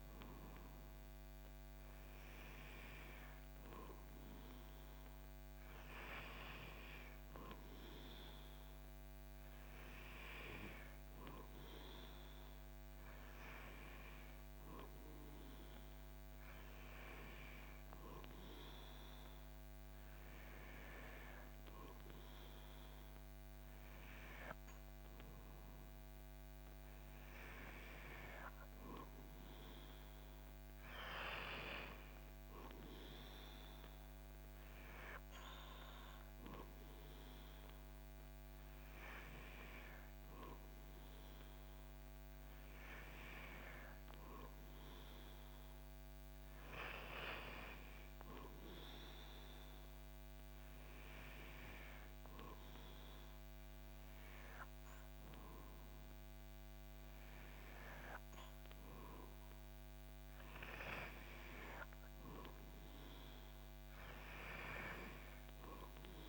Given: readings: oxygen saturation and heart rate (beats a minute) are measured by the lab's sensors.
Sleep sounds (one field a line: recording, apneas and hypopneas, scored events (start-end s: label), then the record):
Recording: breathing in sleep by a microphone on the trachea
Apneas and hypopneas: none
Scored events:
none scored
From the record:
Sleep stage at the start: N2 (light sleep)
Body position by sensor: on the back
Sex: male